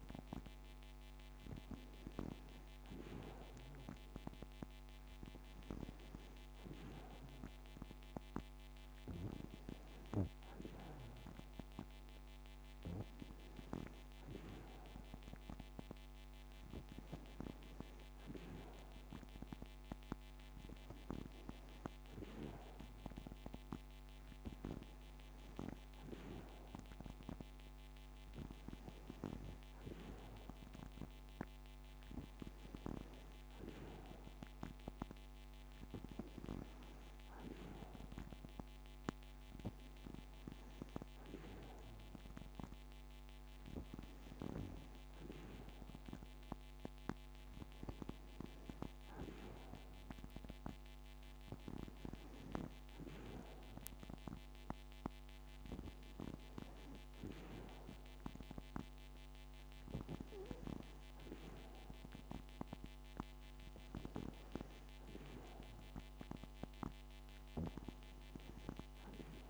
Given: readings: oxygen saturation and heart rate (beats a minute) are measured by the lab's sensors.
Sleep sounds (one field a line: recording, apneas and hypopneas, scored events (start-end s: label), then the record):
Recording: breathing in sleep by a microphone on the trachea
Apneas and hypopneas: none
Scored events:
none scored
From the record:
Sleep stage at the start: N2 (light sleep)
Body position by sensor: on the back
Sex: female